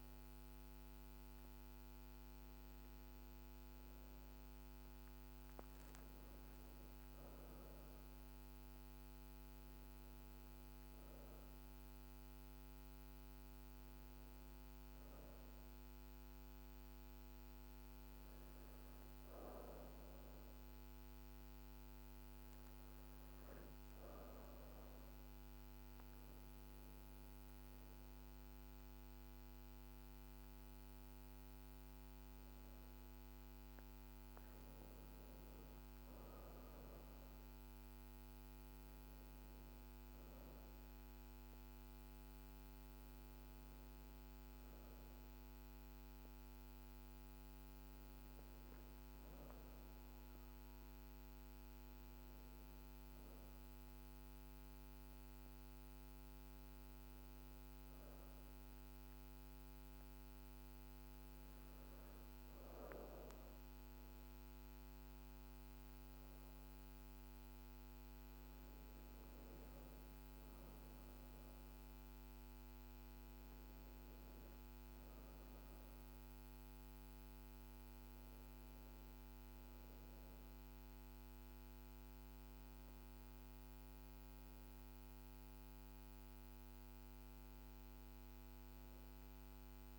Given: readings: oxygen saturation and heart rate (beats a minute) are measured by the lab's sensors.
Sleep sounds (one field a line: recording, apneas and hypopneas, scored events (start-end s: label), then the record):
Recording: breathing in sleep, hard to hear, by a microphone on the trachea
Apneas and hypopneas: 1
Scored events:
0.00-10.50 s: oxygen desaturation (device-marked, oxygen 95% lowest, heart rate 51 extreme)
38.50-89.99 s: new sleep stage, N2 (light sleep)
50.50-54.50 s: arousal
57.00-67.50 s: obstructive apnea (oxygen 97% before, 93% lowest, heart rate 53 before, 50 extreme, up 5 after)
68.50-73.50 s: arousal
71.50-89.50 s: oxygen desaturation (device-marked, oxygen 97% before, 93% lowest, heart rate 51 before, 51 extreme)
From the record:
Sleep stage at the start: N1 (lightest sleep)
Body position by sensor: on the back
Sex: female